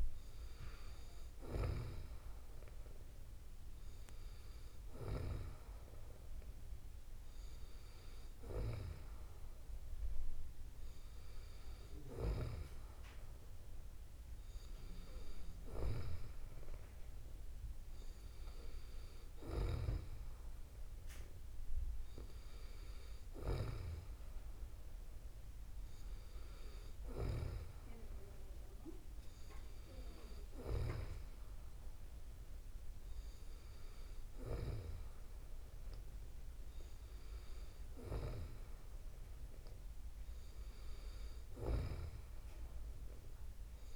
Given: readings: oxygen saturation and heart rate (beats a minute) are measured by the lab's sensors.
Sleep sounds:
breathing in sleep by a room microphone; none
none scored
From the record:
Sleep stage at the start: N2 (light sleep); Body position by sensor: on the back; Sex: female

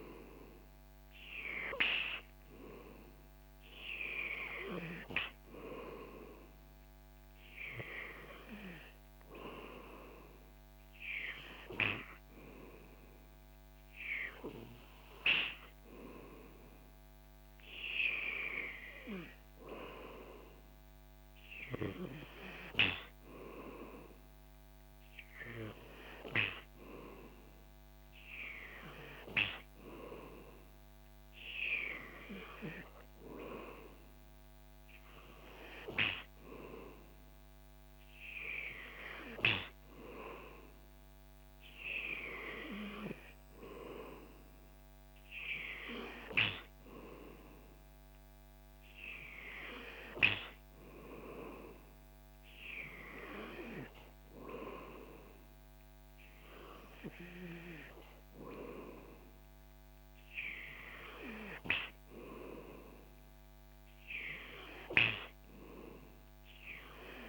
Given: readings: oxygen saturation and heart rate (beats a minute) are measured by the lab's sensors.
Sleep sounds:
breathing in sleep by a microphone on the trachea; none
none scored
From the record:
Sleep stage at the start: N2 (light sleep); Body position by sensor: on the back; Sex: male

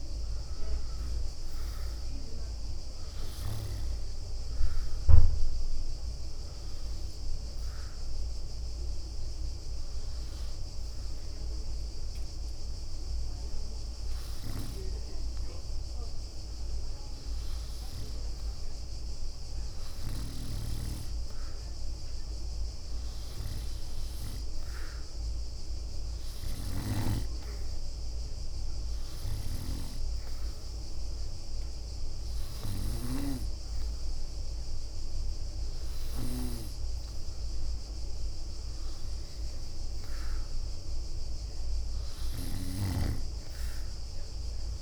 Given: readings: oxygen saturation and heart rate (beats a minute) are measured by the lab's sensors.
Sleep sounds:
breathing in sleep by a room microphone; 2
6.50-23.50 s: oxygen desaturation (device-marked, oxygen 95% before, 90% lowest, heart rate 71 before, 64 extreme)
7.00-19.50 s: hypopnea (oxygen 95% before, 89% lowest, heart rate 71 before, 64 extreme, up 8 after)
23.50-26.50 s: arousal
28.50-43.50 s: oxygen desaturation (device-marked, oxygen 95% before, 90% lowest, heart rate 68 before, 65 extreme)
29.50-40.00 s: hypopnea (oxygen 95% before, 89% lowest, heart rate 68 before, 65 extreme, up 4 after)
From the record:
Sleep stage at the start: N2 (light sleep); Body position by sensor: on the back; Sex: female

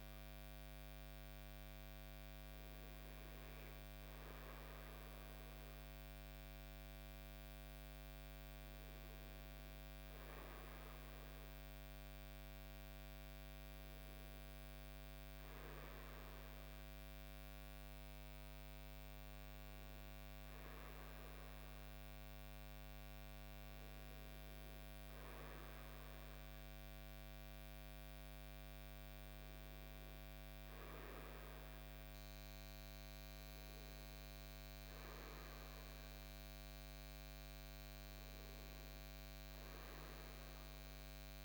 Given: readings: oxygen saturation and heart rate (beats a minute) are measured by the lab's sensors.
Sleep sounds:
breathing in sleep, hard to hear, by a microphone on the trachea; none
none scored
From the record:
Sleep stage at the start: REM sleep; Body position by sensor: on the front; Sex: male

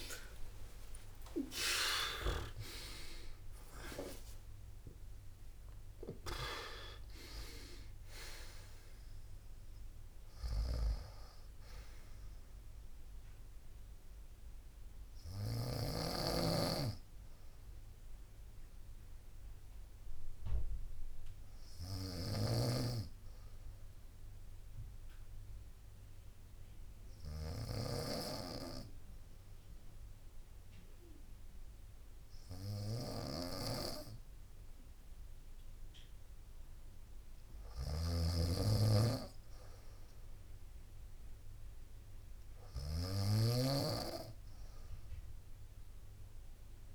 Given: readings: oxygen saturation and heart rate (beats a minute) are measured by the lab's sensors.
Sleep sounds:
breathing in sleep by a room microphone; 1
0.00-3.50 s: arousal
0.00-14.00 s: drop in pulse transit time (device-marked, heart rate 60 before, 76 extreme)
0.00-25.00 s: oxygen desaturation (device-marked, oxygen 91% lowest, heart rate 58 extreme)
0.50-2.50 s: long interval between heartbeats (device-marked, heart rate 60 before, 81 extreme)
1.50-15.00 s: snoring (device-marked)
5.00-46.95 s: new sleep stage, N2 (light sleep)
19.00-29.00 s: bradycardia (device-marked, heart rate 64 before, 59 extreme)
21.50-46.95 s: snoring (device-marked)
22.50-37.00 s: obstructive apnea (oxygen 96% before, 93% lowest, heart rate 78 before, 59 extreme, up 2 after)
39.50-44.00 s: arousal
44.00-46.95 s: oxygen desaturation (device-marked, oxygen 98% before, 94% lowest, heart rate 60 before, 61 extreme)
From the record:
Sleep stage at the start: REM sleep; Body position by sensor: on the right side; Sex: female

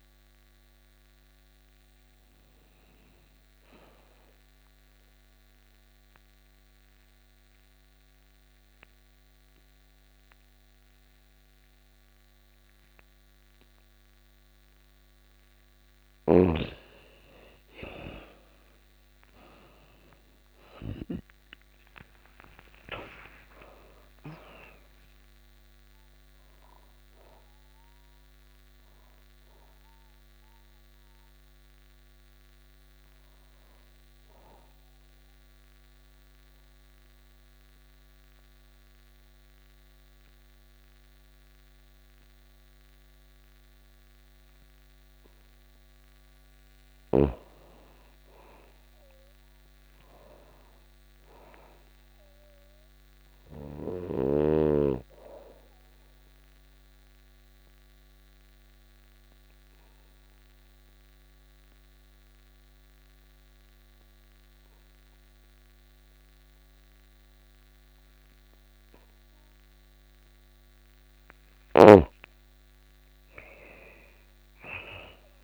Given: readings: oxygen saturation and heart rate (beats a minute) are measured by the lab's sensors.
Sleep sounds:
breathing in sleep by a microphone on the trachea; 3
0.00-8.00 s: oxygen desaturation (device-marked, oxygen 91% lowest, heart rate 85 extreme)
2.00-15.00 s: obstructive apnea (oxygen 98% before, 89% lowest, heart rate 88 before, 85 extreme, up 22 after)
15.00-34.00 s: oxygen desaturation (device-marked, oxygen 98% before, 91% lowest, heart rate 87 before, 85 extreme)
17.50-23.50 s: arousal
34.00-45.50 s: obstructive apnea (oxygen 98% before, 86% lowest, heart rate 97 before, 83 extreme, up 4 after)
47.50-50.50 s: arousal
49.00-64.00 s: oxygen desaturation (device-marked, oxygen 98% before, 89% lowest, heart rate 87 before, 83 extreme)
56.00-70.50 s: obstructive apnea (oxygen 98% before, 86% lowest, heart rate 86 before, 83 extreme, up 7 after)
72.50-75.44 s: arousal
From the record:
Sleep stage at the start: REM sleep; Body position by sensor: on the back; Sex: female

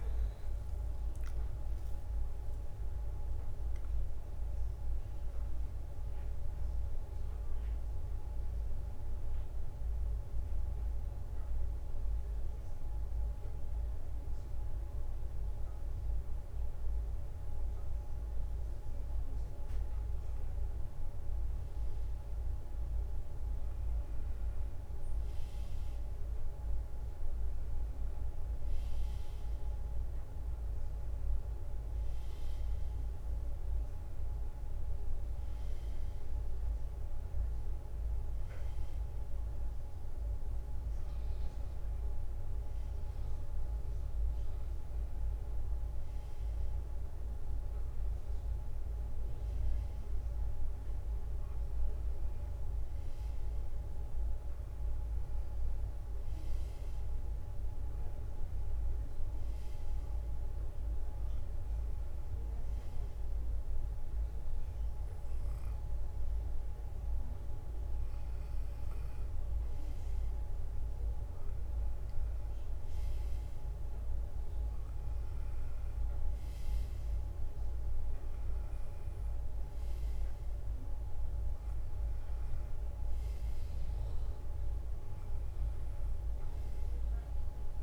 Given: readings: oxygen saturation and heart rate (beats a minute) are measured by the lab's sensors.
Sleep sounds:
breathing in sleep, hard to hear, by a room microphone; 1
0.00-2.00 s: arousal
0.00-12.00 s: drop in pulse transit time (device-marked, heart rate 62 extreme)
11.00-21.00 s: central apnea (oxygen 94% before, 92% lowest, heart rate 68 before, 59 extreme, up 3 after)
19.00-87.83 s: new sleep stage, N2 (light sleep)
25.50-30.50 s: arousal
56.00-71.00 s: oxygen desaturation (device-marked, oxygen 95% before, 92% lowest, heart rate 64 before, 62 extreme)
From the record:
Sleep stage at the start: N1 (lightest sleep); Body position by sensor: on the left side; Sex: male

